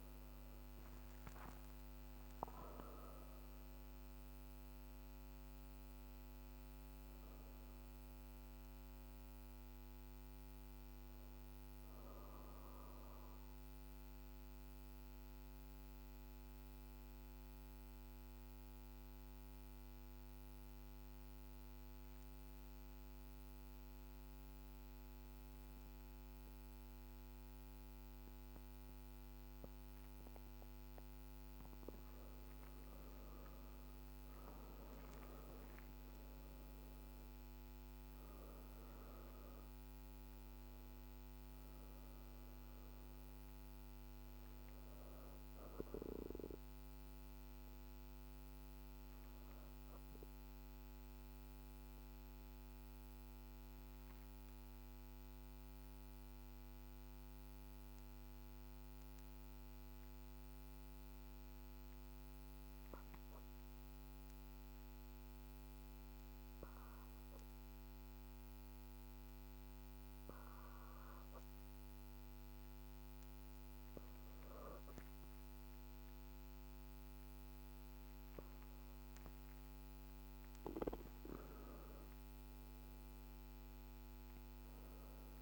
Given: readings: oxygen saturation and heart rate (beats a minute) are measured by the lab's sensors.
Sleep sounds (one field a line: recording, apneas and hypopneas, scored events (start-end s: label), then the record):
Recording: breathing in sleep, hard to hear, by a microphone on the trachea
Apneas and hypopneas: 2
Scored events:
0.00-1.50 s: oxygen desaturation (device-marked, oxygen 89% lowest)
6.50-10.00 s: arousal
12.50-31.50 s: obstructive apnea (oxygen 98% before, 85% lowest, heart rate 53 before, 49 extreme, up 4 after)
26.50-54.50 s: oxygen desaturation (device-marked, oxygen 98% before, 85% lowest, heart rate 50 before, 50 extreme)
34.00-39.00 s: arousal
49.50-71.50 s: obstructive apnea (oxygen 98% before, 85% lowest, heart rate 54 before, 49 extreme, up 0 after)
71.50-85.42 s: oxygen desaturation (device-marked, oxygen 98% before, 91% lowest, heart rate 53 before, 49 extreme)
74.00-79.00 s: arousal
From the record:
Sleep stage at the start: N2 (light sleep)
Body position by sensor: on the back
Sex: female